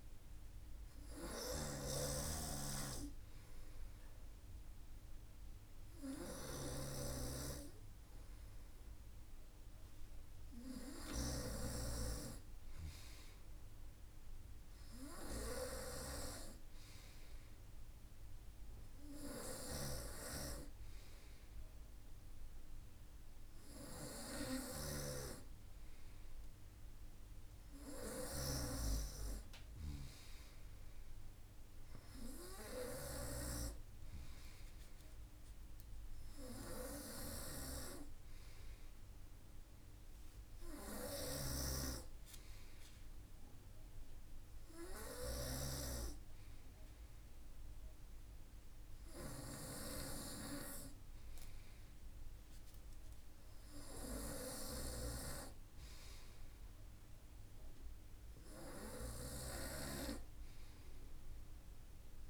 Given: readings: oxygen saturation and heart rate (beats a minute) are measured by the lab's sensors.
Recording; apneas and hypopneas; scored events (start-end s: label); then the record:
breathing in sleep by a room microphone; none
0.00-10.50 s: snoring (device-marked)
18.50-28.00 s: snoring (device-marked)
40.00-45.00 s: snoring (device-marked)
From the record:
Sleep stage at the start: N2 (light sleep); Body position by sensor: on the front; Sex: male